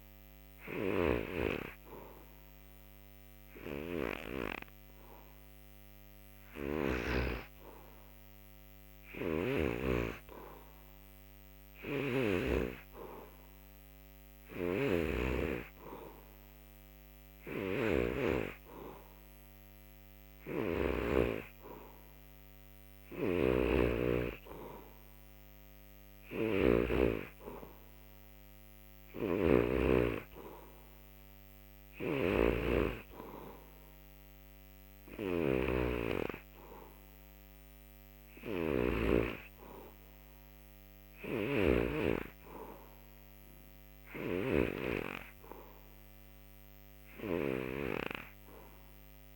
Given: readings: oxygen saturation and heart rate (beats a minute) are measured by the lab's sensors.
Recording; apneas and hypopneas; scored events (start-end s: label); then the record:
breathing in sleep by a microphone on the trachea; none
0.00-7.00 s: snoring (device-marked)
11.50-21.00 s: snoring (device-marked)
20.50-27.50 s: oxygen desaturation (device-marked, oxygen 91% before, 88% lowest, heart rate 70 before, 63 extreme)
23.00-39.00 s: snoring (device-marked)
41.00-49.36 s: snoring (device-marked)
From the record:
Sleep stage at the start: N3 (deep sleep); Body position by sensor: on the back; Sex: male